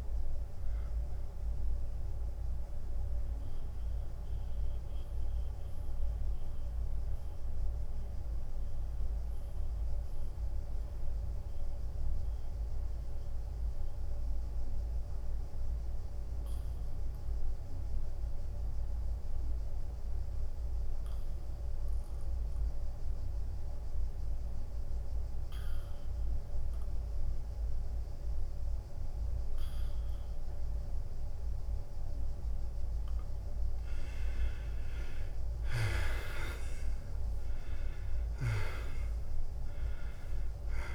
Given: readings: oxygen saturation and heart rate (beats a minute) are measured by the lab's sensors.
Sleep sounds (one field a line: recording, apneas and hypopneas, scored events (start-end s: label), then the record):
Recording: breathing in sleep, hard to hear, by a room microphone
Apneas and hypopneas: 1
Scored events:
0.00-5.50 s: drop in pulse transit time (device-marked, heart rate 83 extreme)
2.50-34.00 s: mixed apnea (oxygen 98% before, 80% lowest, heart rate 86 before, 79 extreme, up 9 after)
12.50-20.50 s: oxygen desaturation (device-marked, oxygen 96% before, 86% lowest, heart rate 86 before, 79 extreme)
28.50-40.95 s: oxygen desaturation (device-marked, oxygen 99% before, 90% lowest, heart rate 81 before, 81 extreme)
34.50-40.95 s: drop in pulse transit time (device-marked, heart rate 81 before, 81 extreme)
36.50-40.95 s: arousal
From the record:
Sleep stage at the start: N2 (light sleep)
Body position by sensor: on the back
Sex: male